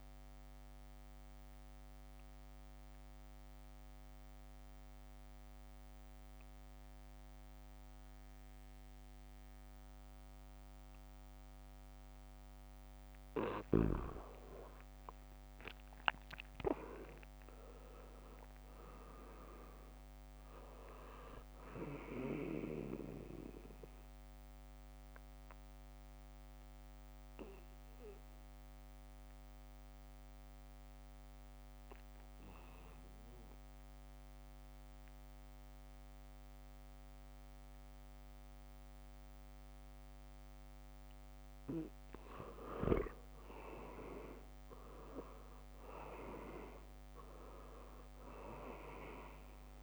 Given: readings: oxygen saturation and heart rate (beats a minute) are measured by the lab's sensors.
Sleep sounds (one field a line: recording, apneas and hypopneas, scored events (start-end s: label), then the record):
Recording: breathing in sleep by a microphone on the trachea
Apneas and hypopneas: 2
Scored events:
0.00-12.00 s: oxygen desaturation (device-marked, oxygen 87% lowest, heart rate 75 extreme)
0.50-13.50 s: obstructive apnea (oxygen 98% before, 81% lowest, heart rate 77 before, 75 extreme, up 0 after)
14.00-37.00 s: oxygen desaturation (device-marked, oxygen 98% before, 86% lowest, heart rate 77 before, 74 extreme)
15.50-19.00 s: arousal
25.00-42.00 s: mixed apnea (oxygen 98% before, 81% lowest, heart rate 79 before, 74 extreme)
43.00-49.83 s: oxygen desaturation (device-marked, oxygen 97% before, 81% lowest, heart rate 78 before, 74 extreme)
44.00-48.00 s: arousal
From the record:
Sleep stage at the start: N2 (light sleep)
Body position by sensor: on the back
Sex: male